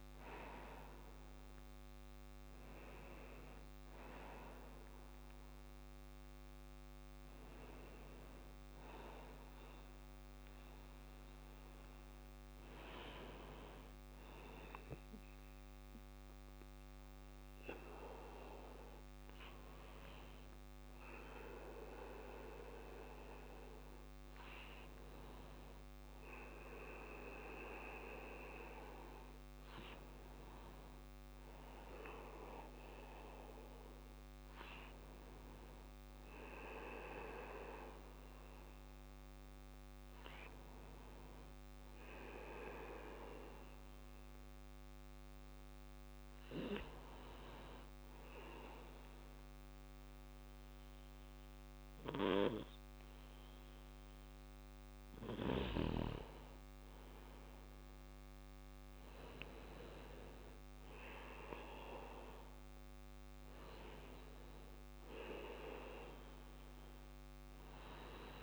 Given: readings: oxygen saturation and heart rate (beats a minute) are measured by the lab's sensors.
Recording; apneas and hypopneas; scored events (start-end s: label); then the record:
a person partly awake in a sleep study, by a microphone on the trachea; 1
0.00-4.00 s: drop in pulse transit time (device-marked, heart rate 60 extreme)
2.00-17.00 s: bradycardia (device-marked, heart rate 61 before, 55 extreme)
3.00-68.43 s: new sleep stage, N1 (lightest sleep)
20.00-29.00 s: drop in pulse transit time (device-marked, heart rate 59 before, 60 extreme)
46.50-56.50 s: obstructive apnea (oxygen 98% before, 95% lowest, heart rate 62 before, 59 extreme, up 3 after)
62.00-66.00 s: arousal
From the record:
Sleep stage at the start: awake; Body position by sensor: on the back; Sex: male